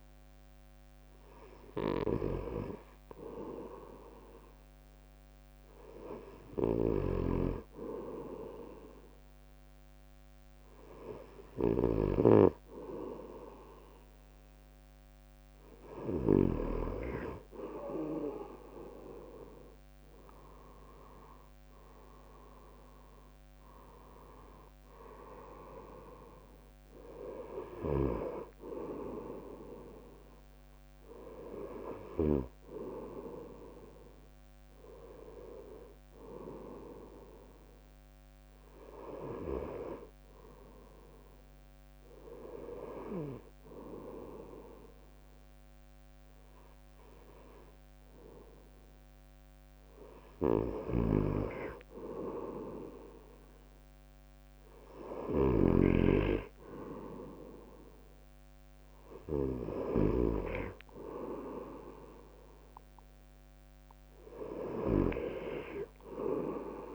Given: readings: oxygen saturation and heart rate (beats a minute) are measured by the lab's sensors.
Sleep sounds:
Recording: breathing in sleep by a microphone on the trachea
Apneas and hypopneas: none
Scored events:
20.50-23.50 s: arousal
From the record:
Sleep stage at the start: N2 (light sleep)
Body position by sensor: on the right side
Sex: male

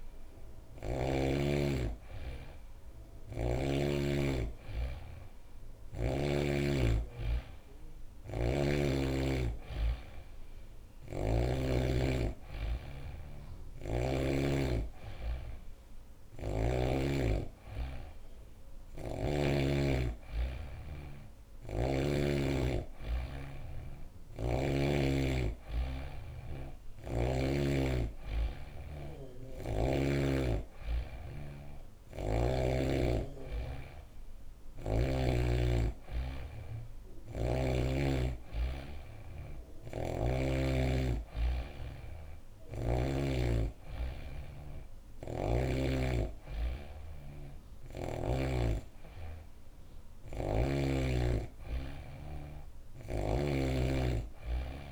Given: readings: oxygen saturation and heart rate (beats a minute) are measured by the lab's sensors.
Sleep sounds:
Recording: breathing in sleep by a room microphone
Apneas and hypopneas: none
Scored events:
2.50-6.00 s: snoring (device-marked)
13.00-16.50 s: snoring (device-marked)
23.50-27.00 s: snoring (device-marked)
36.50-40.00 s: snoring (device-marked)
42.00-45.50 s: snoring (device-marked)
From the record:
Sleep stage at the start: N3 (deep sleep)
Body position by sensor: on the back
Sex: female

